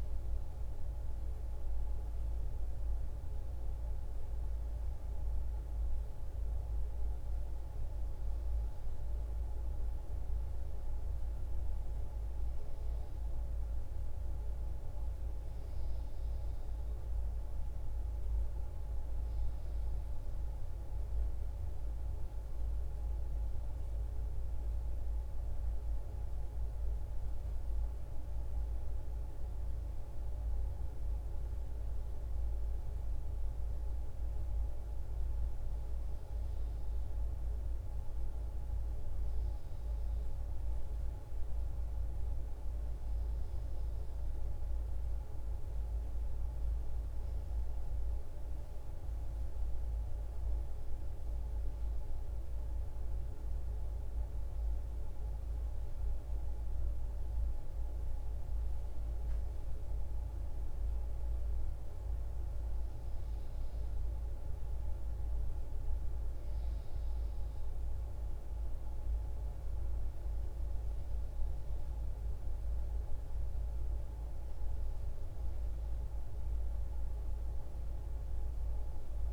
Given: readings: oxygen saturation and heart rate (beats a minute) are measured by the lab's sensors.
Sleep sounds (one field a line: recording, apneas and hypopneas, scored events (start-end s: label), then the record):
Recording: a person awake in a sleep study, hard to hear, by a room microphone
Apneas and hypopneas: none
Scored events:
none scored
From the record:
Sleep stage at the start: awake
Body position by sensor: on the back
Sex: female